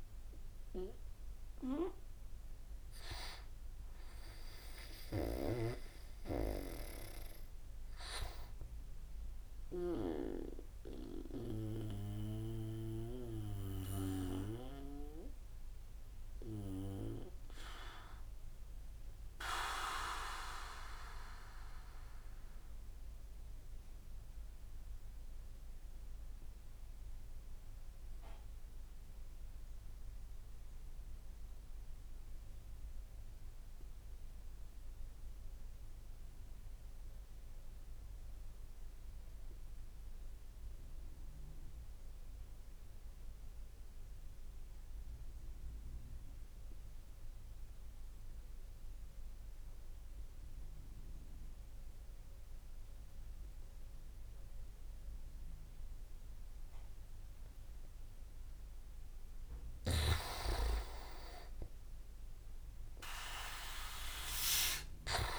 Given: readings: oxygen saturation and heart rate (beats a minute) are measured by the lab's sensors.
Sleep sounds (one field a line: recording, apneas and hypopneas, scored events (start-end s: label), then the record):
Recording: breathing in sleep by a room microphone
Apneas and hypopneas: 1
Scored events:
0.00-11.00 s: oxygen desaturation (device-marked, oxygen 90% lowest)
5.00-10.00 s: snoring (device-marked)
11.50-58.00 s: obstructive apnea (oxygen 95% before, 86% lowest)
13.00-27.00 s: oxygen desaturation (device-marked, oxygen 92% before, 86% lowest)
47.00-61.00 s: oxygen desaturation (device-marked, oxygen 98% before, 94% lowest)
59.50-63.00 s: arousal
63.00-65.39 s: oxygen desaturation (device-marked, oxygen 96% before, 91% lowest)
From the record:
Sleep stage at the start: N2 (light sleep)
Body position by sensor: on the back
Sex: male